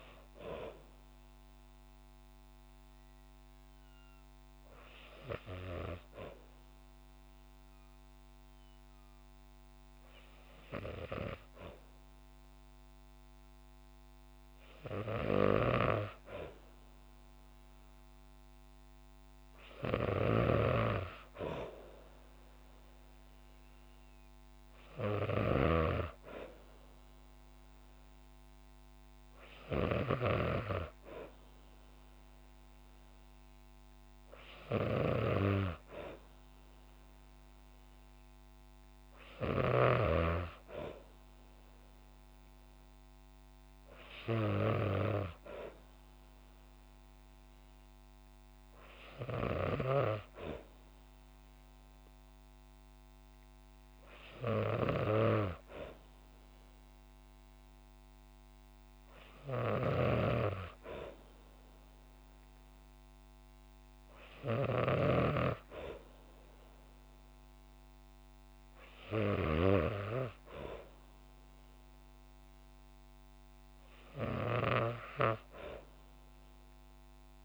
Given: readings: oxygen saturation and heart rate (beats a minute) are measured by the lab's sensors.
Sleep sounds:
breathing in sleep by a microphone on the trachea; none
14.50-39.00 s: snoring (device-marked)
59.00-64.00 s: snoring (device-marked)
From the record:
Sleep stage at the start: N2 (light sleep); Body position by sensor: on the back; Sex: female

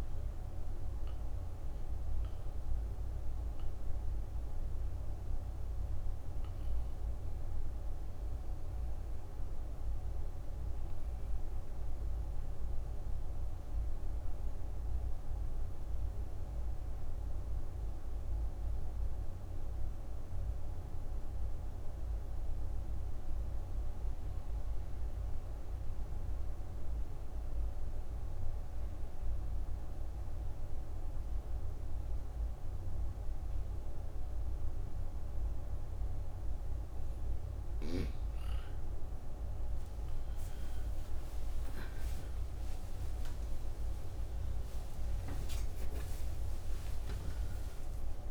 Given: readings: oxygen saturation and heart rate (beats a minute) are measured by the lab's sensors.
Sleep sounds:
breathing in sleep, hard to hear, by a room microphone; 1
0.00-22.50 s: oxygen desaturation (device-marked, oxygen 84% lowest, heart rate 58 extreme)
9.00-38.00 s: obstructive apnea (oxygen 98% before, 84% lowest)
41.00-48.00 s: arousal
41.50-48.31 s: oxygen desaturation (device-marked, oxygen 98% before, 87% lowest)
From the record:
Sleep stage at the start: N2 (light sleep); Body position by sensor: on the right side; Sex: female

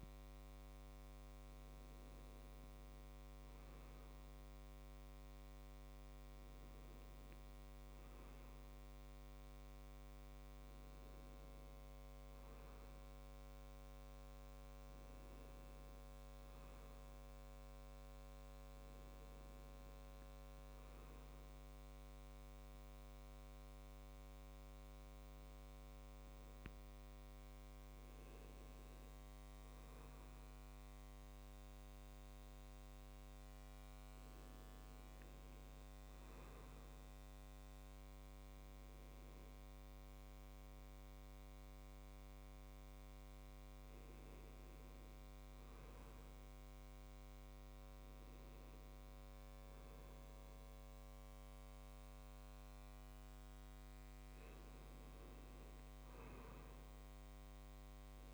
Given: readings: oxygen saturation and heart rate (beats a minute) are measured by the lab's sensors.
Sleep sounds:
breathing in sleep, hard to hear, by a microphone on the trachea; 1
0.00-2.00 s: oxygen desaturation (device-marked, oxygen 94% lowest, heart rate 69 extreme)
16.00-19.00 s: arousal
21.00-31.00 s: obstructive apnea (oxygen 98% before, 95% lowest, heart rate 70 before, 67 extreme, up 2 after)
34.50-37.50 s: arousal
From the record:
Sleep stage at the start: N2 (light sleep); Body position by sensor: on the right side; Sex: male

